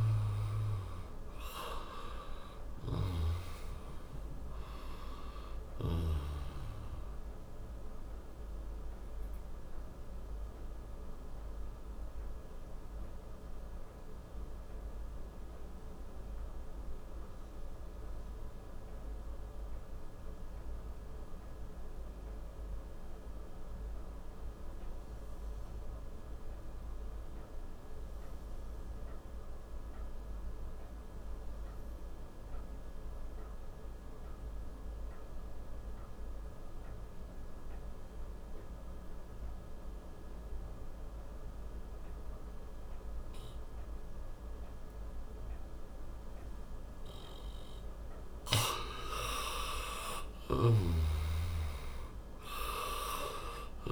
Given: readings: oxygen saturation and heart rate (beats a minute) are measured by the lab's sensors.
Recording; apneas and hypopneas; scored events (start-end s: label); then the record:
breathing in sleep by a room microphone; 1
4.50-29.50 s: oxygen desaturation (device-marked, oxygen 96% before, 88% lowest, heart rate 51 before, 41 extreme)
9.50-46.50 s: obstructive apnea (oxygen 98% before, 88% lowest, heart rate 42 before, 36 extreme, up 22 after)
48.00-53.00 s: arousal
50.50-53.92 s: snoring (device-marked)
From the record:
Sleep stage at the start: N2 (light sleep); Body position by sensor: on the back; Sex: male